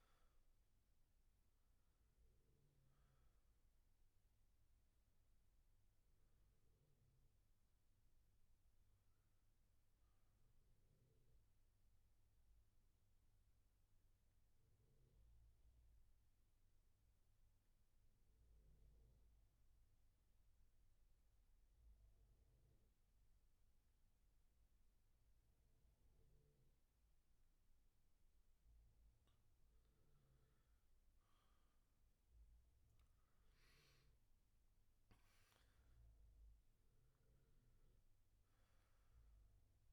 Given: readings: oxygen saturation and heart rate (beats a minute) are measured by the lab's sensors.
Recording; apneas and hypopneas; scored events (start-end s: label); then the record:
breathing in sleep, hard to hear, by a room microphone; 1
0.00-14.00 s: oxygen desaturation (device-marked, oxygen 83% lowest, heart rate 60 extreme)
13.00-30.00 s: obstructive apnea (oxygen 97% before, 88% lowest, heart rate 71 before, 60 extreme, up 16 after)
32.00-36.50 s: arousal
32.00-39.93 s: oxygen desaturation (device-marked, oxygen 98% before, 88% lowest, heart rate 67 before, 61 extreme)
From the record:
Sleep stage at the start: N2 (light sleep); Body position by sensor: on the back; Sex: male